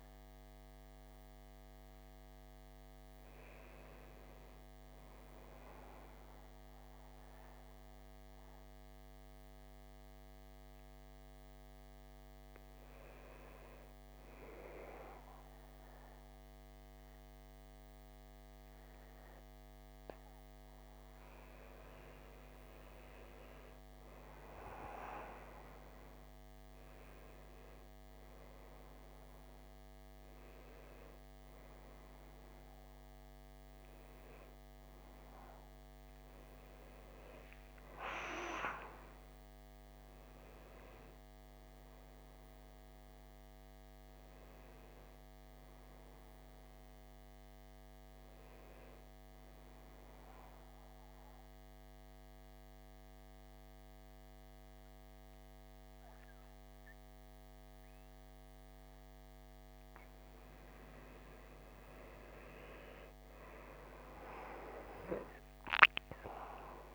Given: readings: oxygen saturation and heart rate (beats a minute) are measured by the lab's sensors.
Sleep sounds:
breathing in sleep by a microphone on the trachea; 1
0.00-1.50 s: oxygen desaturation (device-marked, oxygen 91% lowest, heart rate 55 extreme)
21.50-66.95 s: new sleep stage, N1 (lightest sleep)
37.00-42.50 s: arousal
50.00-61.00 s: mixed apnea (oxygen 96% before, 92% lowest, heart rate 62 before, 54 extreme, up 9 after)
65.50-66.95 s: oxygen desaturation (device-marked, oxygen 96% before, 93% lowest, heart rate 58 before, 54 extreme)
From the record:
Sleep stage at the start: N2 (light sleep); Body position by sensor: on the back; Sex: male

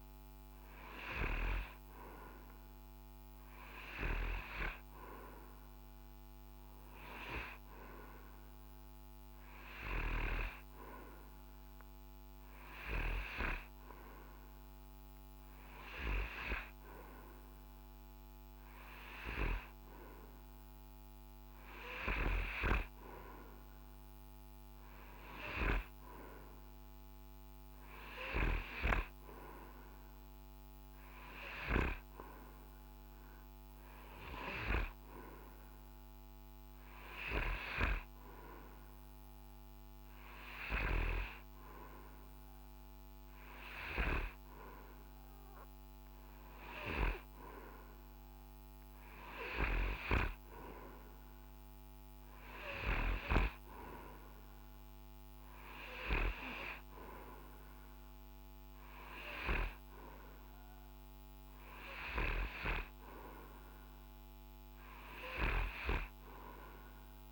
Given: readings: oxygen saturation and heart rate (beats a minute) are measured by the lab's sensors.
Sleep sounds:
breathing in sleep by a microphone on the trachea; none
none scored
From the record:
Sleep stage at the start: N3 (deep sleep); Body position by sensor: on the right side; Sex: male

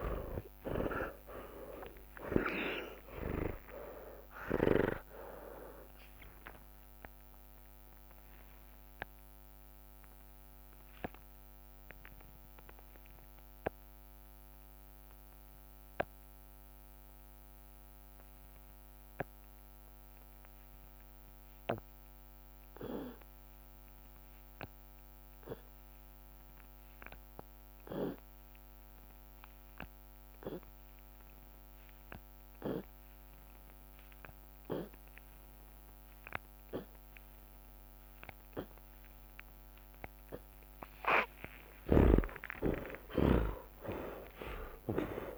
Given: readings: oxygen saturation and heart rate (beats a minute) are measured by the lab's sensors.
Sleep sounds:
breathing in sleep by a microphone on the trachea; 1
0.00-2.00 s: arousal
10.00-40.00 s: obstructive apnea (oxygen 94% before, 80% lowest)
38.50-40.50 s: long interval between heartbeats (device-marked)
41.50-45.38 s: snoring (device-marked)
42.50-45.38 s: arousal
From the record:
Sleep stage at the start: N2 (light sleep); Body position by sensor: on the left side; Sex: male

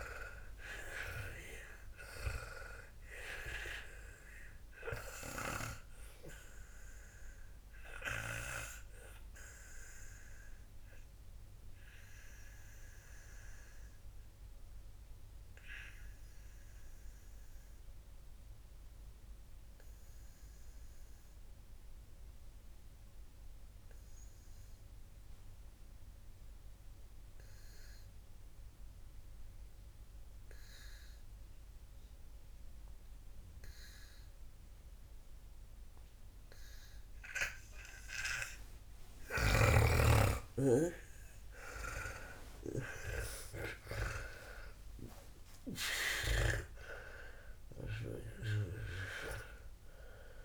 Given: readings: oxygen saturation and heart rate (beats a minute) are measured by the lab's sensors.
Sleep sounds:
breathing in sleep by a room microphone; 1
0.00-2.00 s: arousal
3.50-23.50 s: oxygen desaturation (device-marked, oxygen 97% before, 92% lowest, heart rate 62 before, 54 extreme)
7.50-38.00 s: obstructive apnea (oxygen 99% before, 88% lowest, heart rate 63 before, 54 extreme, up 22 after)
34.50-50.45 s: oxygen desaturation (device-marked, oxygen 98% before, 88% lowest, heart rate 57 before, 58 extreme)
39.50-44.00 s: snoring (device-marked)
40.50-44.50 s: arousal
From the record:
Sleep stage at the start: N2 (light sleep); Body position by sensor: on the back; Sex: female

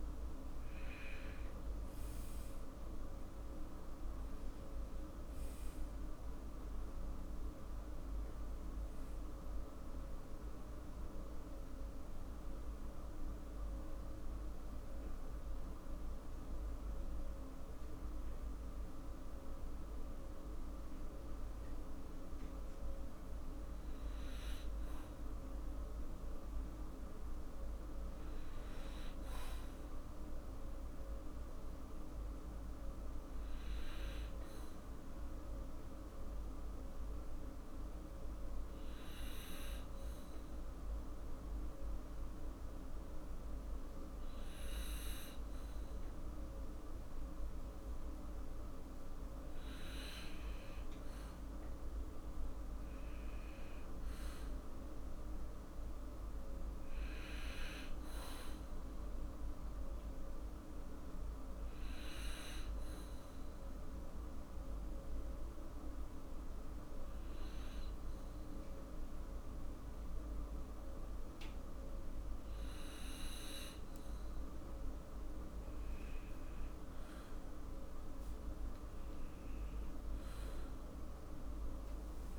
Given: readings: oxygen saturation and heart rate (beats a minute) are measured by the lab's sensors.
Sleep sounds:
breathing in sleep, hard to hear, by a room microphone; 3
2.50-62.50 s: new sleep stage, N2 (light sleep)
9.00-22.50 s: mixed apnea (oxygen 99% before, 96% lowest, heart rate 62 before, 56 extreme, up 2 after)
25.00-29.00 s: arousal
34.00-48.50 s: obstructive apnea (oxygen 99% before, 97% lowest, heart rate 56 before, 56 extreme, up 5 after)
50.50-55.00 s: arousal
59.50-74.50 s: obstructive apnea (oxygen 99% before, 97% lowest, heart rate 58 before, 57 extreme, up 3 after)
62.50-82.39 s: new sleep stage, N1 (lightest sleep)
76.50-81.50 s: arousal
From the record:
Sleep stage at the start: N1 (lightest sleep); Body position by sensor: on the back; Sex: male

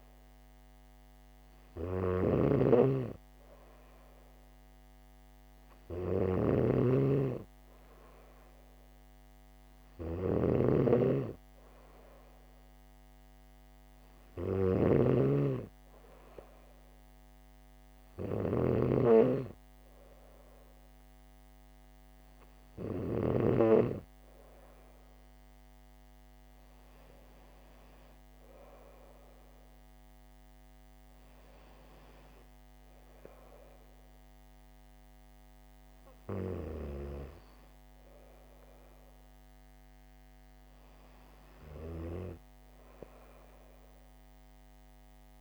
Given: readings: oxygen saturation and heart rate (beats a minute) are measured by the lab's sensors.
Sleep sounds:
breathing in sleep by a microphone on the trachea; none
0.00-23.50 s: snoring (device-marked)
From the record:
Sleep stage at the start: N3 (deep sleep); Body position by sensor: on the back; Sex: female

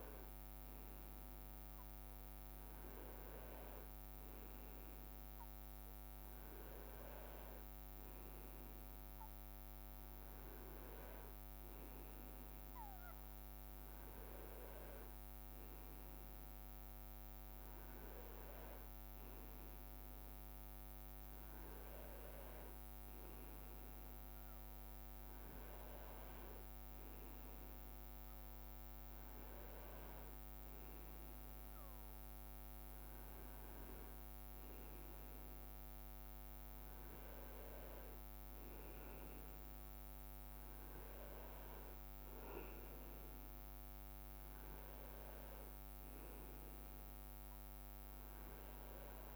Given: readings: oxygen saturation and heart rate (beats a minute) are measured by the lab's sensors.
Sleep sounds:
breathing in sleep, hard to hear, by a microphone on the trachea; none
none scored
From the record:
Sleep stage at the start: N2 (light sleep); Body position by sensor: on the right side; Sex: male

